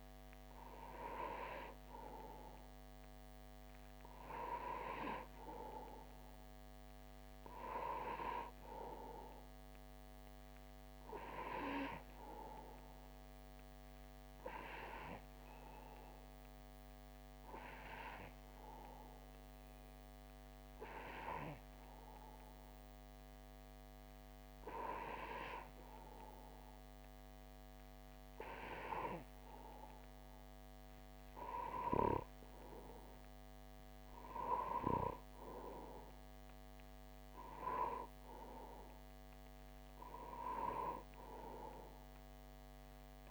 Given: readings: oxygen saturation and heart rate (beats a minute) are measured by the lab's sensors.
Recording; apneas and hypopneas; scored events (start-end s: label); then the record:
breathing in sleep by a microphone on the trachea; 1
12.00-23.00 s: hypopnea (oxygen 96% before, 89% lowest)
26.00-29.50 s: arousal
From the record:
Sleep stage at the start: N2 (light sleep); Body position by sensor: on the back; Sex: male